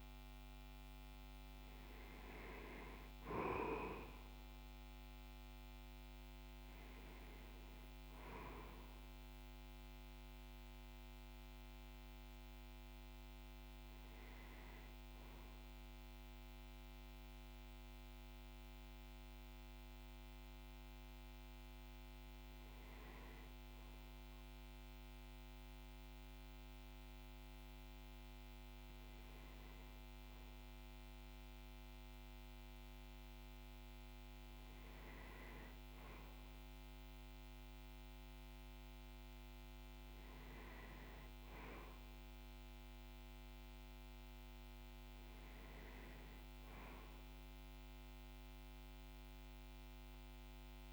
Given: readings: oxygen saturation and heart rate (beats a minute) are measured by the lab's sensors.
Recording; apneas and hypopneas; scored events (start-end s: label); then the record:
breathing in sleep, hard to hear, by a microphone on the trachea; none
0.00-2.00 s: arousal
7.00-24.00 s: oxygen desaturation (device-marked, oxygen 100% before, 95% lowest, heart rate 57 before, 51 extreme)
From the record:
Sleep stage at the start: N2 (light sleep); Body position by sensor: on the back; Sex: male